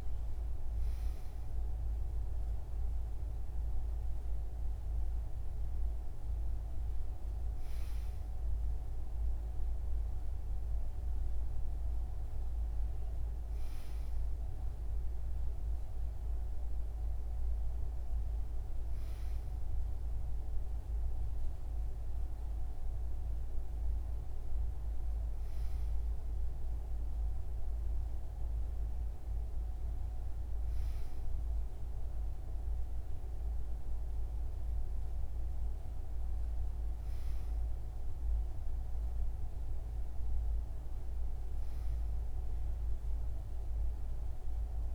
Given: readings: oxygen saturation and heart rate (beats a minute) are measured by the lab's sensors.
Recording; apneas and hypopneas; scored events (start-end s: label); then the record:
breathing in sleep, hard to hear, by a room microphone; none
none scored
From the record:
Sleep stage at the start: N2 (light sleep); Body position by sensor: on the right side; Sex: male